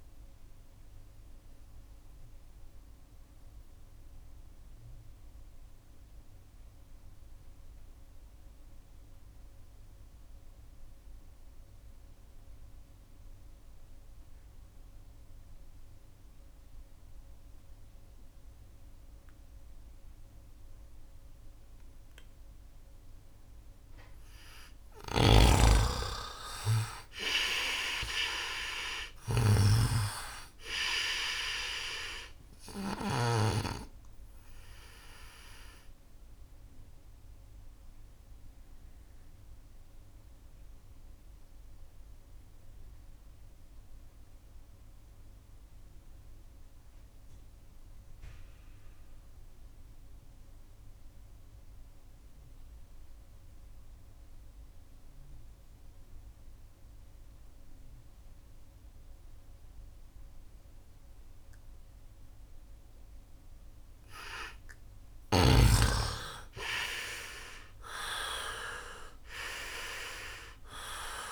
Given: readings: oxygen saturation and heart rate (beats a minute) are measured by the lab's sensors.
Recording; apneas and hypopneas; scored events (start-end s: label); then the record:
breathing in sleep by a room microphone; 2
0.00-11.00 s: oxygen desaturation (device-marked, oxygen 83% lowest, heart rate 67 extreme)
0.50-23.50 s: obstructive apnea (oxygen 98% before, 83% lowest, heart rate 73 before, 67 extreme, up 9 after)
24.50-33.00 s: snoring (device-marked)
25.00-54.00 s: oxygen desaturation (device-marked, oxygen 98% before, 83% lowest, heart rate 72 before, 68 extreme)
25.50-29.00 s: arousal
36.50-63.50 s: obstructive apnea (oxygen 98% before, 83% lowest, heart rate 72 before, 68 extreme, up 11 after)
65.00-69.00 s: arousal
68.00-71.32 s: oxygen desaturation (device-marked, oxygen 98% before, 85% lowest, heart rate 71 before, 67 extreme)
From the record:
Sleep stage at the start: N2 (light sleep); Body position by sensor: on the right side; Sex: male